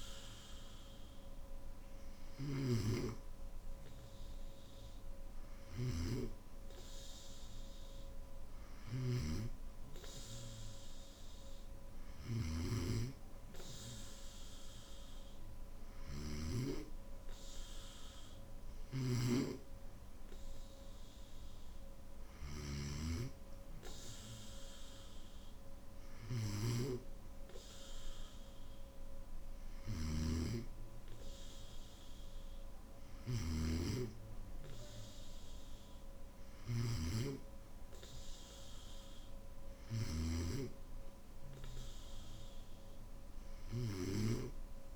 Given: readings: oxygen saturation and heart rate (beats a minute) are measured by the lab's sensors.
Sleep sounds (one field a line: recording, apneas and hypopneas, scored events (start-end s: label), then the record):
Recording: breathing in sleep by a room microphone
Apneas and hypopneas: none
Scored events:
0.00-2.50 s: snoring (device-marked)
8.50-12.50 s: snoring (device-marked)
18.50-22.50 s: snoring (device-marked)
29.50-33.50 s: snoring (device-marked)
From the record:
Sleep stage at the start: N1 (lightest sleep)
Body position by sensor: on the back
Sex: male